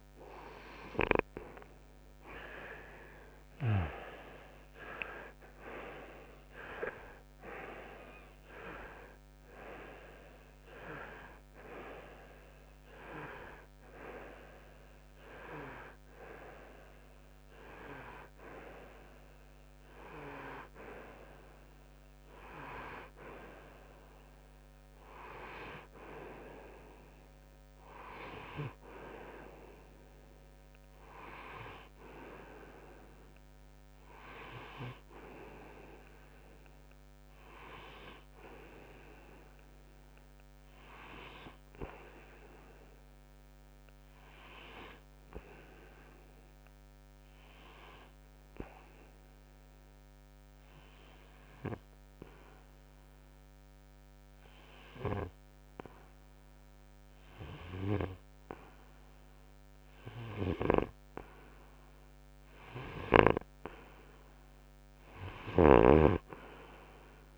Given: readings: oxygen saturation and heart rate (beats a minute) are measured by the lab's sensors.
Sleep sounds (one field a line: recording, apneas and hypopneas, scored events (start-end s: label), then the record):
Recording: breathing in sleep by a microphone on the trachea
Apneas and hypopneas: 1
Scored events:
2.00-6.50 s: arousal
21.50-38.50 s: oxygen desaturation (device-marked, oxygen 91% before, 84% lowest, heart rate 77 before, 68 extreme)
43.00-58.50 s: hypopnea (oxygen 98% before, 89% lowest, heart rate 70 before, 64 extreme, up 1 after)
61.00-65.00 s: arousal
63.50-67.38 s: oxygen desaturation (device-marked, oxygen 98% before, 89% lowest, heart rate 69 before, 64 extreme)
From the record:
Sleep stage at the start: REM sleep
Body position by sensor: on the front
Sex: male